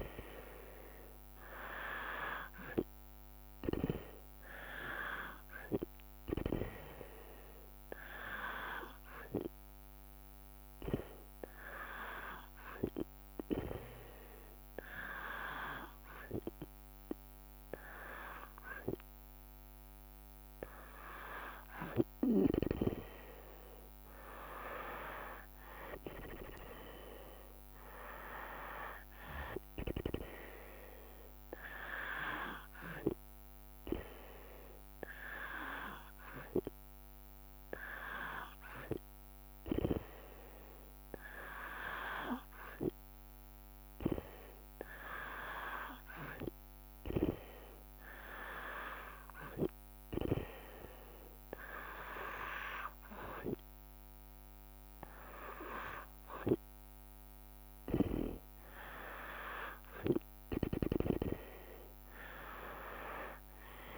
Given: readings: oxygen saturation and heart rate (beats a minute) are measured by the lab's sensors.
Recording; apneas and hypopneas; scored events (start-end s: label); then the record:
breathing in sleep by a microphone on the trachea; none
0.00-4.50 s: drop in pulse transit time (device-marked, heart rate 64 extreme)
21.50-34.50 s: drop in pulse transit time (device-marked, heart rate 60 before, 64 extreme)
62.50-63.98 s: drop in pulse transit time (device-marked, heart rate 68 before, 67 extreme)
From the record:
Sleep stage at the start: N2 (light sleep); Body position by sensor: on the back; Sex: female